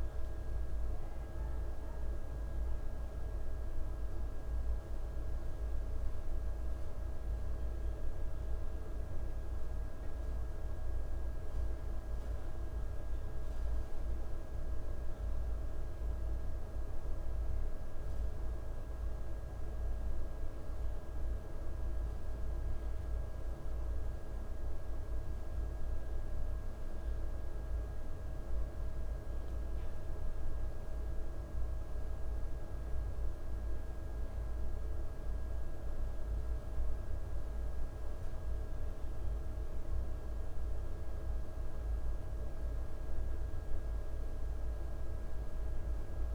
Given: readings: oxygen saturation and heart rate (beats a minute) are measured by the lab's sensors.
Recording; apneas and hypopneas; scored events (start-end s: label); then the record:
breathing in sleep, hard to hear, by a room microphone; none
none scored
From the record:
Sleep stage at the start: N2 (light sleep); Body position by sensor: on the right side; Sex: male